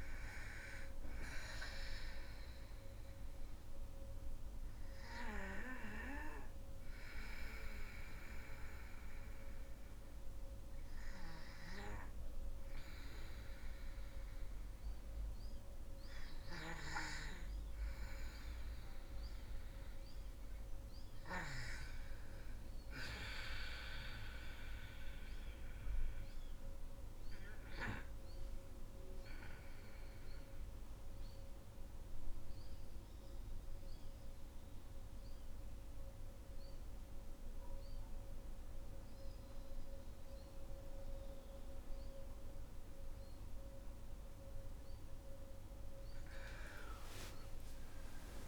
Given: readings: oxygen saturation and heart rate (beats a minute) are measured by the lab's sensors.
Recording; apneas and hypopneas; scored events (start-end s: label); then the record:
breathing in sleep by a room microphone; 2
0.00-16.50 s: oxygen desaturation (device-marked, oxygen 94% lowest, heart rate 48 extreme)
2.00-18.00 s: obstructive apnea (oxygen 99% before, 84% lowest, heart rate 58 before, 48 extreme, up 6 after)
20.00-23.50 s: arousal
25.50-36.50 s: oxygen desaturation (device-marked, oxygen 99% before, 94% lowest, heart rate 54 before, 47 extreme)
26.50-43.50 s: obstructive apnea (oxygen 99% before, 84% lowest, heart rate 54 before, 47 extreme, up 20 after)
43.50-48.48 s: oxygen desaturation (device-marked, oxygen 96% before, 92% lowest, heart rate 54 before, 52 extreme)
46.00-48.48 s: arousal
From the record:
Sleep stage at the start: N2 (light sleep); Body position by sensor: on the back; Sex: female